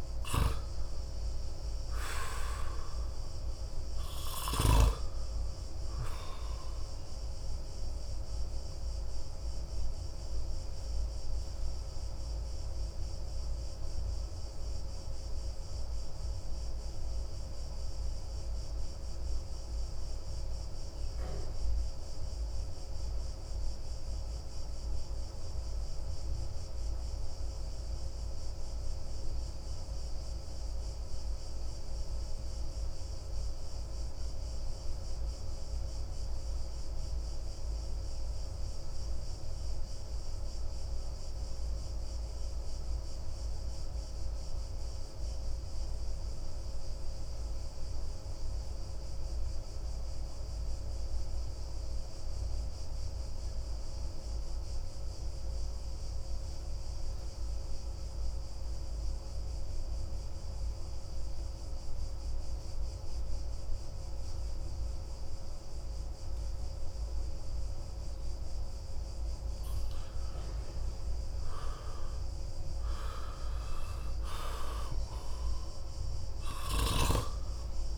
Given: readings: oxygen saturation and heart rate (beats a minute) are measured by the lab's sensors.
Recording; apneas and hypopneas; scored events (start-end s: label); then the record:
breathing in sleep by a room microphone; 1
0.00-1.50 s: arousal
8.00-68.00 s: obstructive apnea (oxygen 96% before, 86% lowest)
25.00-36.00 s: oxygen desaturation (device-marked, oxygen 92% before, 89% lowest)
57.00-77.98 s: oxygen desaturation (device-marked, oxygen 96% before, 86% lowest)
71.00-75.50 s: arousal
From the record:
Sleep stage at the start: N2 (light sleep); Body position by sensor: on the back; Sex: male